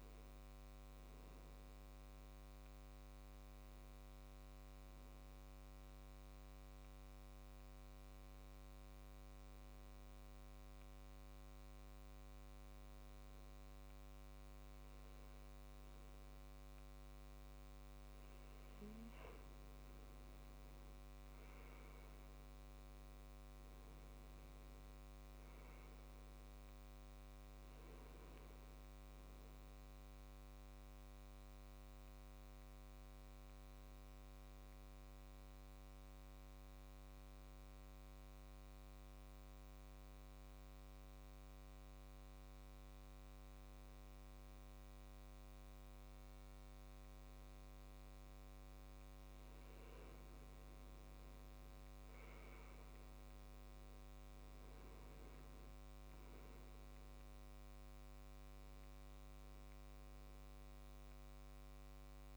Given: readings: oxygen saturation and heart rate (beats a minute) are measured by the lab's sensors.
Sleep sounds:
breathing in sleep, hard to hear, by a microphone on the trachea; 2
4.00-16.50 s: obstructive apnea (oxygen 96% before, 92% lowest, heart rate 69 before, 65 extreme, up 8 after)
20.50-24.50 s: arousal
26.00-48.00 s: oxygen desaturation (device-marked, oxygen 96% before, 92% lowest, heart rate 69 before, 63 extreme)
32.50-47.50 s: obstructive apnea (oxygen 96% before, 92% lowest, heart rate 70 before, 63 extreme, up 8 after)
52.00-55.50 s: arousal
58.00-62.37 s: oxygen desaturation (device-marked, oxygen 97% before, 93% lowest, heart rate 69 before, 63 extreme)
From the record:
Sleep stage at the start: N2 (light sleep); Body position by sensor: on the left side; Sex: male

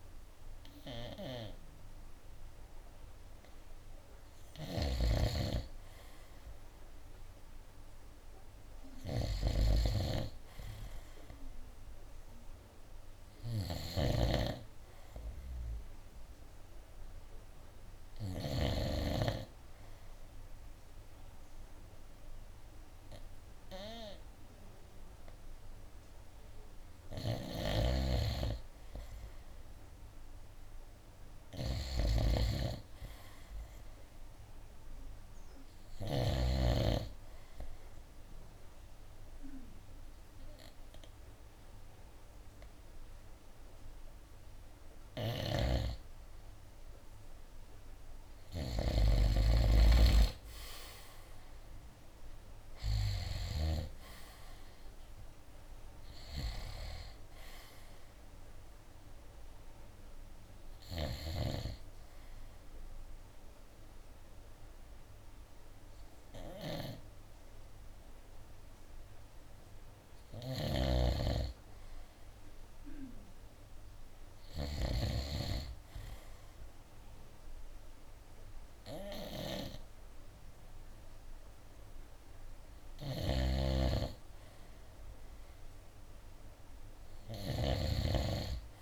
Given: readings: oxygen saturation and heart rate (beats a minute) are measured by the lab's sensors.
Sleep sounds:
breathing in sleep by a room microphone; 1
4.50-19.00 s: snoring (device-marked)
17.00-28.00 s: oxygen desaturation (device-marked, oxygen 94% before, 91% lowest, heart rate 69 before, 65 extreme)
27.50-36.50 s: snoring (device-marked)
44.00-51.00 s: oxygen desaturation (device-marked, oxygen 94% before, 90% lowest, heart rate 69 before, 60 extreme)
45.00-49.00 s: snoring (device-marked)
50.00-63.00 s: drop in pulse transit time (device-marked, heart rate 69 before, 67 extreme)
52.50-56.00 s: arousal
62.00-72.00 s: obstructive apnea (oxygen 94% before, 90% lowest, heart rate 73 before, 63 extreme, up 13 after)
64.00-78.00 s: oxygen desaturation (device-marked, oxygen 94% before, 90% lowest, heart rate 72 before, 64 extreme)
66.50-75.00 s: snoring (device-marked)
75.50-79.00 s: arousal
80.00-88.82 s: oxygen desaturation (device-marked, oxygen 97% before, 92% lowest, heart rate 67 before, 65 extreme)
83.00-88.82 s: snoring (device-marked)
From the record:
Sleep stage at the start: N2 (light sleep); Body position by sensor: on the right side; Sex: male

